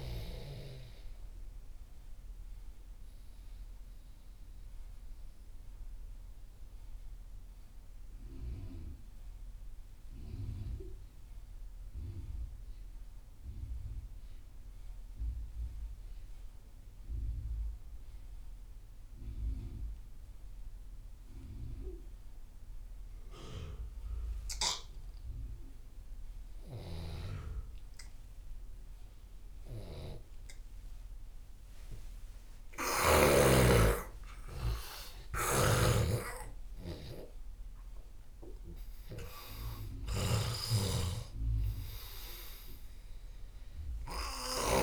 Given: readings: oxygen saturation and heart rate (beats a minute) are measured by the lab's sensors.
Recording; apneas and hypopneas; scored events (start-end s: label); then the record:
breathing in sleep by a room microphone; 1
0.00-17.00 s: oxygen desaturation (device-marked, oxygen 84% lowest)
3.00-26.50 s: mixed apnea (oxygen 97% before, 82% lowest)
31.00-35.50 s: arousal
33.00-44.83 s: oxygen desaturation (device-marked, oxygen 97% before, 82% lowest)
From the record:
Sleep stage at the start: N2 (light sleep); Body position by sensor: on the left side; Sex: male